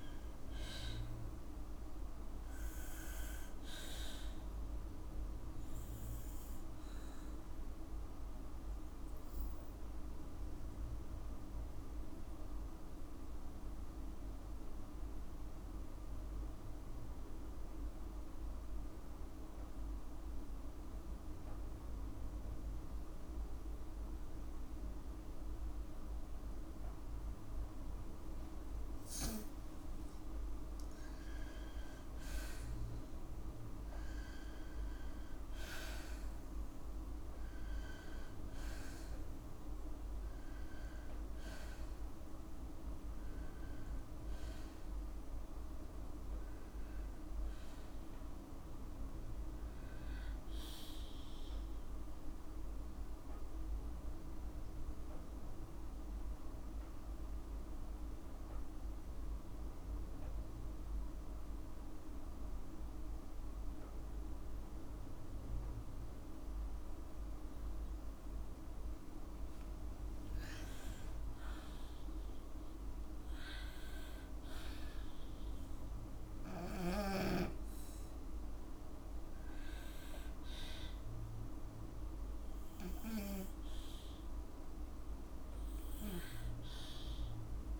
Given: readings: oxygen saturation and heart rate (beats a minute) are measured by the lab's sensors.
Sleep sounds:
breathing in sleep, hard to hear, by a room microphone; 2
5.00-28.00 s: obstructive apnea (oxygen 96% before, 91% lowest, heart rate 58 before, 53 extreme, up 7 after)
30.00-33.50 s: arousal
53.50-67.50 s: obstructive apnea (oxygen 97% before, 91% lowest, heart rate 59 before, 53 extreme, up 4 after)
55.50-72.50 s: oxygen desaturation (device-marked, oxygen 96% before, 91% lowest, heart rate 58 before, 53 extreme)
70.50-74.50 s: arousal
From the record:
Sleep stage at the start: N2 (light sleep); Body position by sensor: on the left side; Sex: female

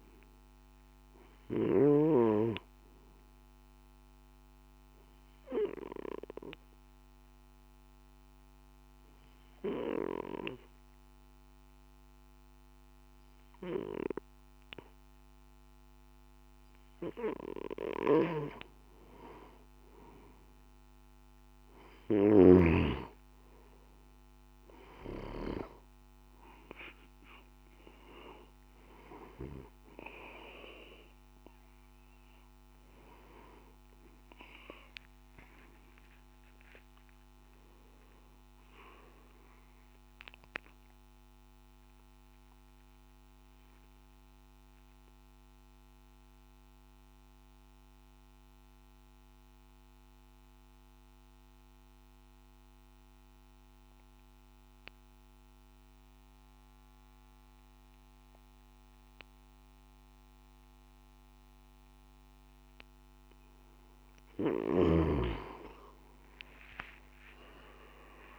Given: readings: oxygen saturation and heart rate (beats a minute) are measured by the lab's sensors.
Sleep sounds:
breathing in sleep by a microphone on the trachea; 2
0.00-2.00 s: snoring (device-marked)
3.00-21.00 s: oxygen desaturation (device-marked, oxygen 98% before, 92% lowest, heart rate 55 before, 53 extreme)
4.50-17.50 s: obstructive apnea (oxygen 98% before, 90% lowest, heart rate 55 before, 53 extreme, up 6 after)
28.00-47.00 s: oxygen desaturation (device-marked, oxygen 97% before, 92% lowest, heart rate 55 before, 53 extreme)
41.00-64.00 s: obstructive apnea (oxygen 97% before, 88% lowest, heart rate 58 before, 53 extreme, up 13 after)
65.00-68.38 s: oxygen desaturation (device-marked, oxygen 98% before, 88% lowest, heart rate 55 before, 52 extreme)
From the record:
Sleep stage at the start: N1 (lightest sleep); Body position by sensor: on the back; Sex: male

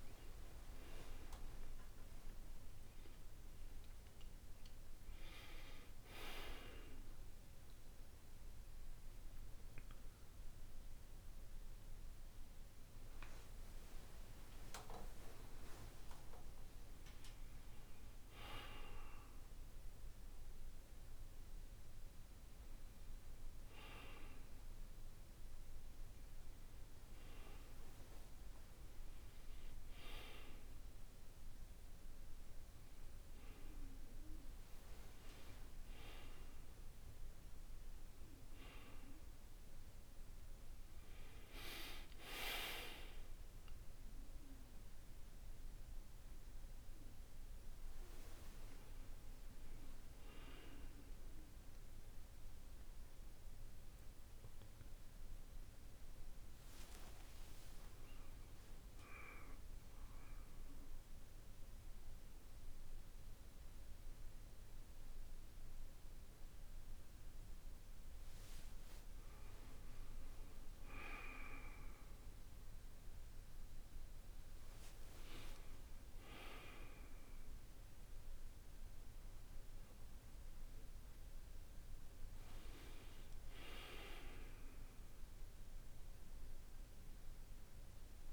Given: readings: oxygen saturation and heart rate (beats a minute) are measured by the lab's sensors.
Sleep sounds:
a person awake in a sleep study, by a room microphone; none
64.50-88.33 s: new sleep stage, N1 (lightest sleep)
From the record:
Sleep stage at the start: awake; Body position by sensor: on the back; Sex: male

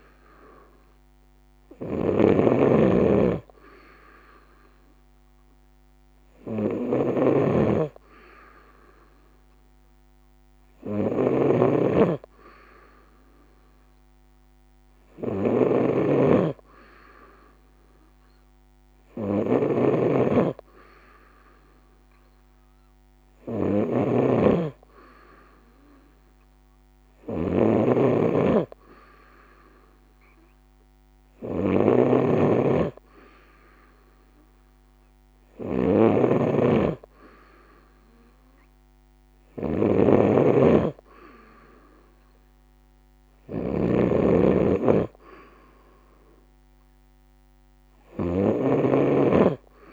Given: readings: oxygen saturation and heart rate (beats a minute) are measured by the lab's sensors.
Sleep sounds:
breathing in sleep by a microphone on the trachea; none
0.00-49.93 s: snoring (device-marked)
From the record:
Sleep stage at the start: N2 (light sleep); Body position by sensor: on the right side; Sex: female

